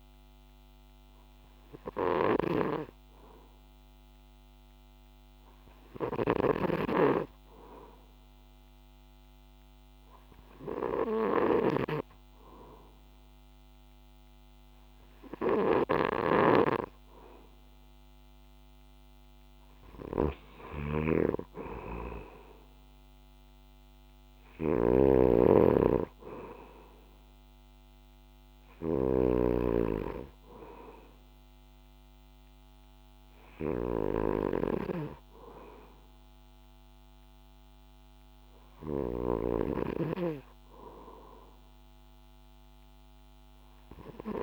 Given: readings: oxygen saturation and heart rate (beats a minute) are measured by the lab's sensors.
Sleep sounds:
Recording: breathing in sleep by a microphone on the trachea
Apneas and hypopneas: 1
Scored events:
2.50-18.00 s: hypopnea (oxygen 94% before, 92% lowest, heart rate 66 before, 63 extreme, up 2 after)
6.00-39.50 s: snoring (device-marked)
20.50-23.50 s: arousal
From the record:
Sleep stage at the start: N2 (light sleep)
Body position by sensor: on the back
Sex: male

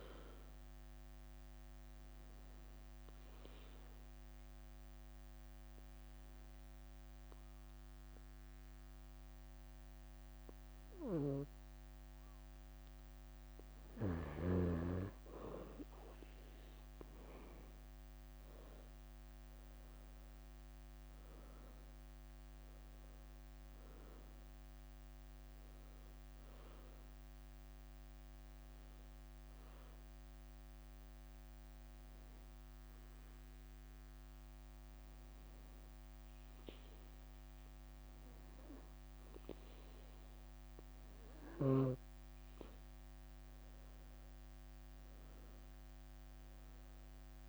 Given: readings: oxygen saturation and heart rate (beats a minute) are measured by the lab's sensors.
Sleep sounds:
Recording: breathing in sleep by a microphone on the trachea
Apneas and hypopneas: 2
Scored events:
2.50-14.50 s: obstructive apnea (oxygen 95% before, 90% lowest, heart rate 70 before, 62 extreme, up 13 after)
2.50-15.50 s: oxygen desaturation (device-marked, oxygen 95% before, 90% lowest, heart rate 70 before, 62 extreme)
7.00-8.50 s: leg movement (device-marked)
16.50-21.00 s: leg movement (device-marked)
17.50-22.00 s: arousal
22.50-38.50 s: oxygen desaturation (device-marked, oxygen 96% before, 90% lowest, heart rate 67 before, 62 extreme)
25.00-27.50 s: leg movement (device-marked)
27.50-38.00 s: hypopnea (oxygen 96% before, 90% lowest, heart rate 69 before, 62 extreme, up 10 after)
28.00-31.50 s: leg movement (device-marked)
37.00-39.50 s: leg movement (device-marked)
44.50-47.49 s: arousal
From the record:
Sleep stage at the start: N2 (light sleep)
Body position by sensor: on the back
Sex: female

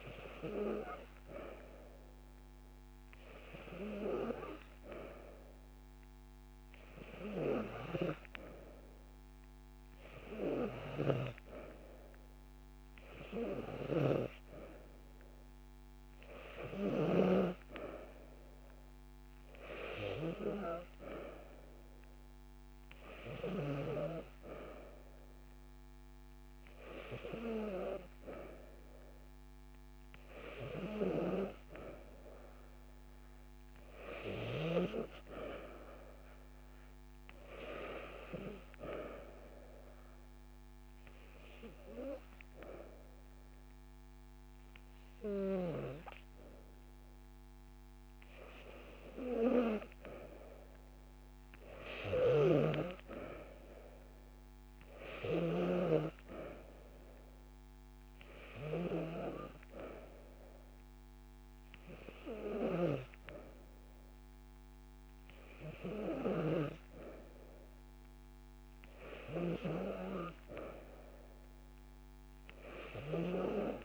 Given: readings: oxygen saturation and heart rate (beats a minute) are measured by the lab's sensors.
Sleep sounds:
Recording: breathing in sleep by a microphone on the trachea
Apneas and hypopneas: 1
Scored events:
10.00-12.00 s: long interval between heartbeats (device-marked)
10.50-14.50 s: drop in pulse transit time (device-marked)
15.50-17.50 s: long interval between heartbeats (device-marked)
33.00-36.00 s: arousal
39.00-50.50 s: obstructive apnea (oxygen 94% before, 93% lowest)
40.50-48.50 s: drop in pulse transit time (device-marked)
45.50-47.50 s: long interval between heartbeats (device-marked)
51.50-52.50 s: drop in pulse transit time (device-marked)
52.00-55.00 s: arousal
From the record:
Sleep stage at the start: N2 (light sleep)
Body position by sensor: on the back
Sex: female

